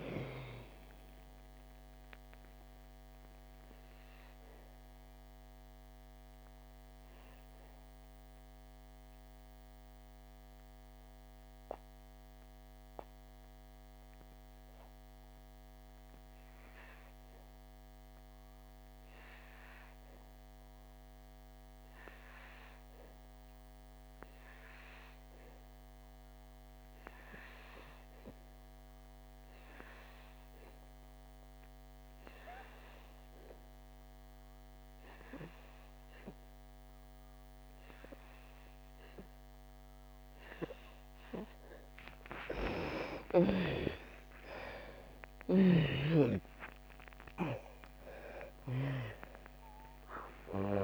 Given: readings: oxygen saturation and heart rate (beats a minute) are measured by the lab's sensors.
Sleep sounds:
breathing in sleep by a microphone on the trachea; 1
0.00-25.50 s: oxygen desaturation (device-marked, oxygen 76% lowest, heart rate 54 extreme)
3.00-42.50 s: obstructive apnea (oxygen 98% before, 76% lowest, heart rate 65 before, 58 extreme, up 21 after)
30.50-50.84 s: oxygen desaturation (device-marked, oxygen 97% before, 82% lowest, heart rate 63 before, 58 extreme)
43.00-48.00 s: arousal
45.50-49.00 s: snoring (device-marked)
From the record:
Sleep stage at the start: N2 (light sleep); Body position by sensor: on the back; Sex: female

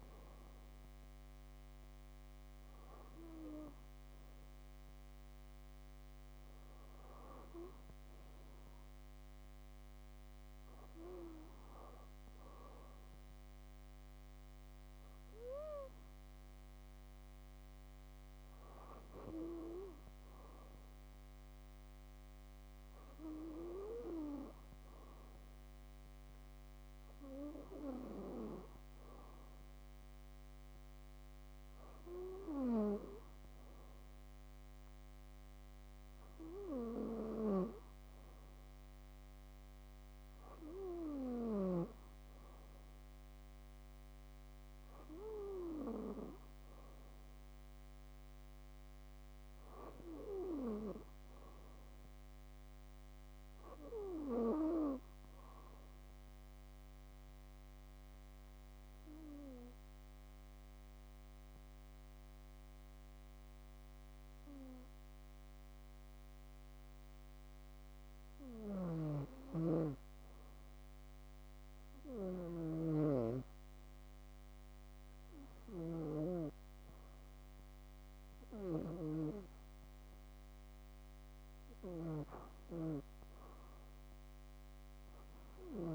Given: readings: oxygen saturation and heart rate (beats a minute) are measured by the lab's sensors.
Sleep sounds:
breathing in sleep by a microphone on the trachea; 1
49.50-53.50 s: arousal
57.00-85.95 s: bradycardia (device-marked, heart rate 65 before, 54 extreme)
57.50-69.00 s: obstructive apnea (oxygen 97% before, 94% lowest, heart rate 67 before, 54 extreme, up 2 after)
61.00-85.95 s: new sleep stage, REM sleep
69.00-72.50 s: snoring (device-marked)
71.50-76.00 s: arousal
From the record:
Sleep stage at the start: N2 (light sleep); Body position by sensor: on the back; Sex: female

